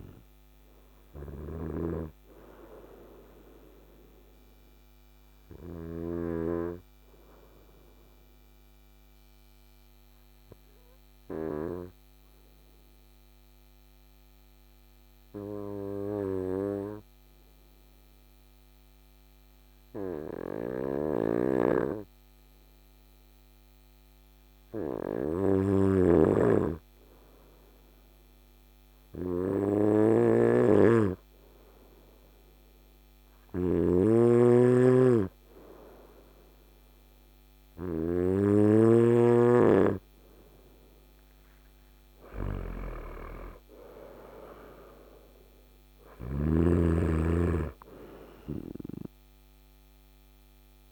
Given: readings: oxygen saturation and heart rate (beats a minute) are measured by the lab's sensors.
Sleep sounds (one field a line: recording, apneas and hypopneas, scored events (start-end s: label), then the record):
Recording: breathing in sleep by a microphone on the trachea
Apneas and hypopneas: 1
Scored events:
0.00-1.00 s: snoring (device-marked)
0.00-11.50 s: oxygen desaturation (device-marked, oxygen 94% lowest, heart rate 54 extreme)
1.50-32.50 s: obstructive apnea (oxygen 99% before, 94% lowest, heart rate 58 before, 54 extreme, up 3 after)
25.00-37.50 s: snoring (device-marked)
34.50-50.92 s: oxygen desaturation (device-marked, oxygen 98% before, 94% lowest, heart rate 56 before, 55 extreme)
37.50-41.50 s: arousal
45.50-50.92 s: snoring (device-marked)
From the record:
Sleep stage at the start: N2 (light sleep)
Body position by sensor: on the front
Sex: male